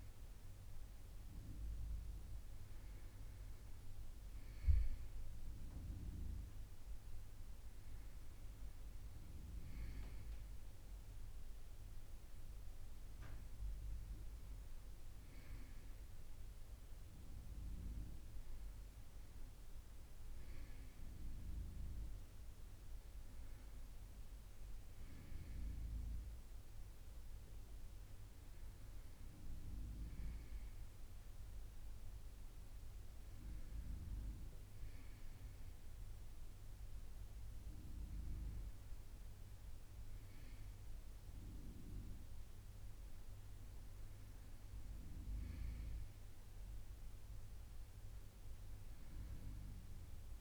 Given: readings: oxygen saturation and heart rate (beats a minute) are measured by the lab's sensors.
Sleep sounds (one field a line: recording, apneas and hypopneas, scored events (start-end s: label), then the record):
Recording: a person awake in a sleep study, hard to hear, by a room microphone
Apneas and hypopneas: none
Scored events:
none scored
From the record:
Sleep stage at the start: awake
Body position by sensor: on the right side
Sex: male